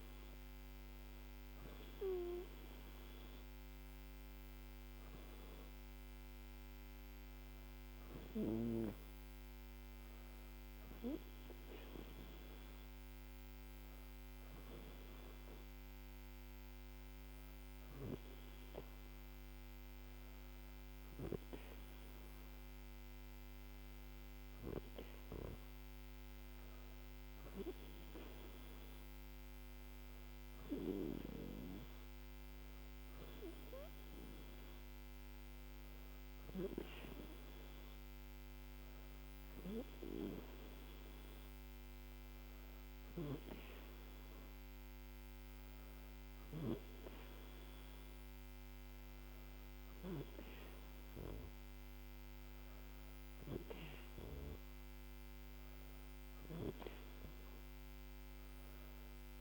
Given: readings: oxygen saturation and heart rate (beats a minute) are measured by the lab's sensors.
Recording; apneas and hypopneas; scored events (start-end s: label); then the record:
breathing in sleep by a microphone on the trachea; none
none scored
From the record:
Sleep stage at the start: N2 (light sleep); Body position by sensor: on the back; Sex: female